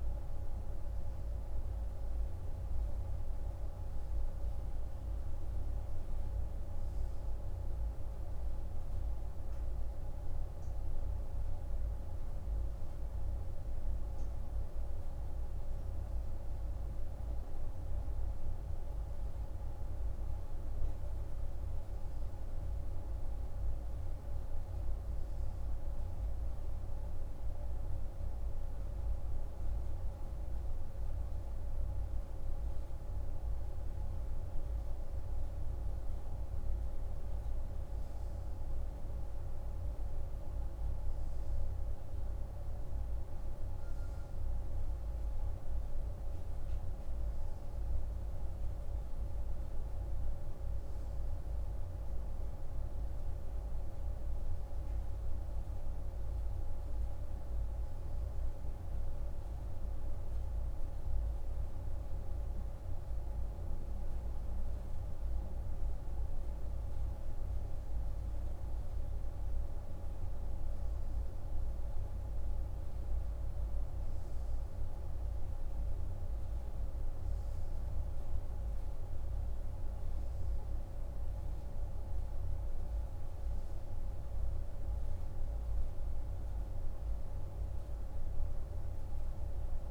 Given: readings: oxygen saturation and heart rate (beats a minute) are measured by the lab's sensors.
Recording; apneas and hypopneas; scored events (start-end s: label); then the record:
breathing in sleep, hard to hear, by a room microphone; none
none scored
From the record:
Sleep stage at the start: N2 (light sleep); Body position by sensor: on the right side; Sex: male